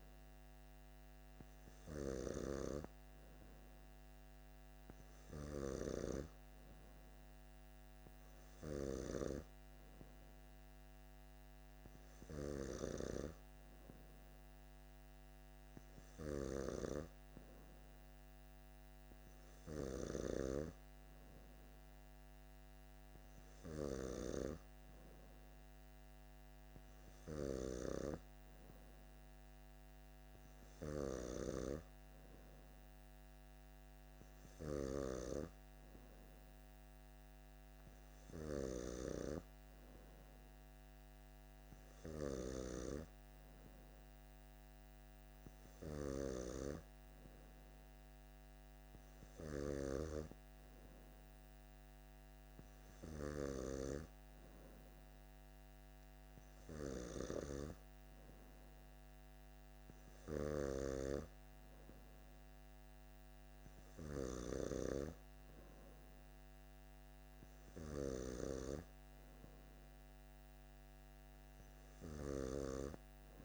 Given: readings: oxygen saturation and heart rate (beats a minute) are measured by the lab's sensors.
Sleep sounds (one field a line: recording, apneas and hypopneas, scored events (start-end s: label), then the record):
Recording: breathing in sleep by a microphone on the trachea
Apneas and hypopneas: none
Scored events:
none scored
From the record:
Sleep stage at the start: N2 (light sleep)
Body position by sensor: on the back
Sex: male